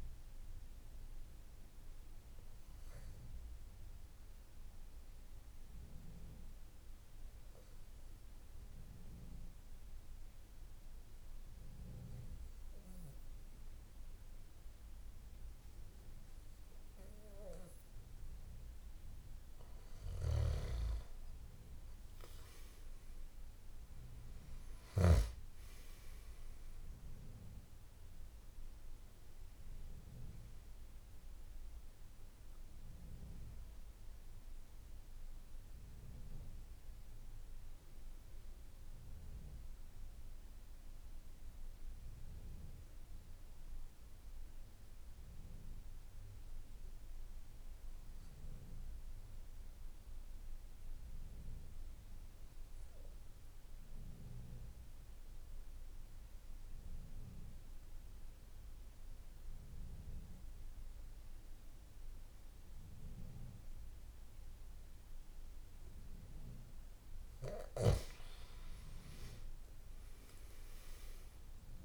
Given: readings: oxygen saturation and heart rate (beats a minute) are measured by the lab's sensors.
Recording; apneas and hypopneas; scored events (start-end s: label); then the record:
breathing in sleep by a room microphone; 2
5.00-19.00 s: obstructive apnea (oxygen 97% before, 92% lowest, heart rate 53 before, 52 extreme, up 9 after)
25.50-35.50 s: oxygen desaturation (device-marked, oxygen 97% before, 93% lowest, heart rate 54 before, 52 extreme)
49.00-65.50 s: obstructive apnea (oxygen 96% before, 89% lowest, heart rate 55 before, 53 extreme, up 10 after)
From the record:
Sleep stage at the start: N1 (lightest sleep); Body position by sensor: on the back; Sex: male